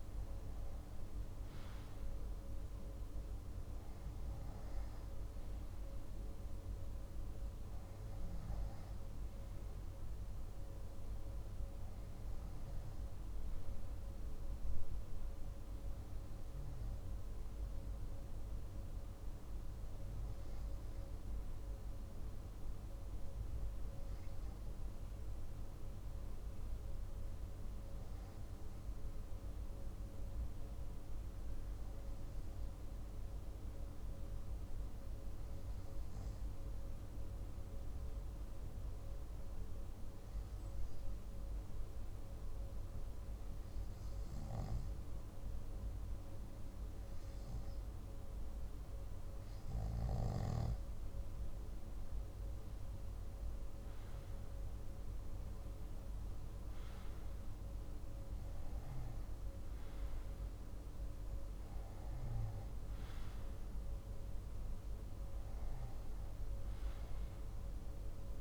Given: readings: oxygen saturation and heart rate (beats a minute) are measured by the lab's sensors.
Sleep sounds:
breathing in sleep, hard to hear, by a room microphone; 1
30.50-50.50 s: obstructive apnea (oxygen 98% before, 94% lowest, heart rate 55 before, 53 extreme, up 8 after)
48.50-68.41 s: oxygen desaturation (device-marked, oxygen 97% before, 94% lowest, heart rate 55 before, 55 extreme)
53.00-56.50 s: arousal
From the record:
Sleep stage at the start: N2 (light sleep); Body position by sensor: on the back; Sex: male

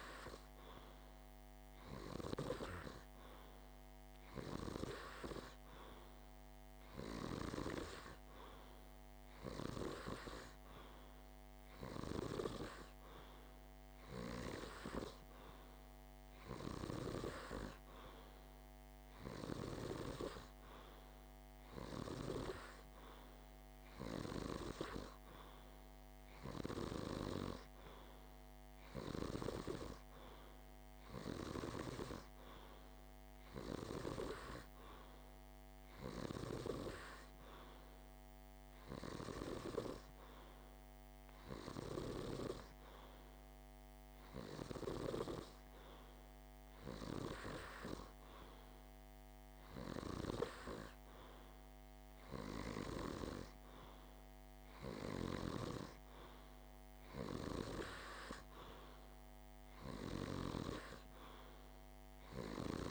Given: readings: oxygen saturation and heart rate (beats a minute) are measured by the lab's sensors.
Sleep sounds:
breathing in sleep by a microphone on the trachea; none
none scored
From the record:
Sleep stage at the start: N2 (light sleep); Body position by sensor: on the back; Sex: male

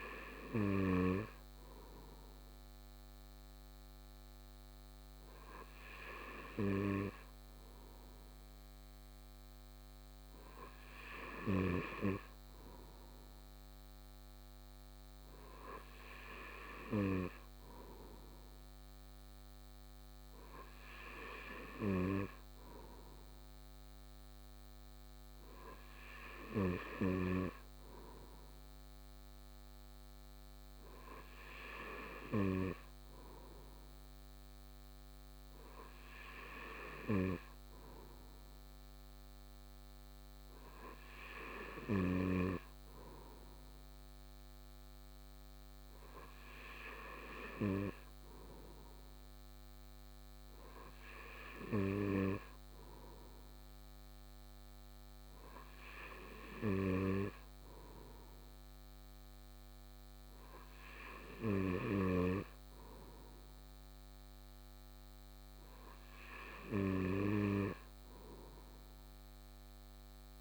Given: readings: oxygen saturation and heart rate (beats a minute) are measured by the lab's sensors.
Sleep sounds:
breathing in sleep by a microphone on the trachea; none
none scored
From the record:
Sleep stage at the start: N2 (light sleep); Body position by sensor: on the right side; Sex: male

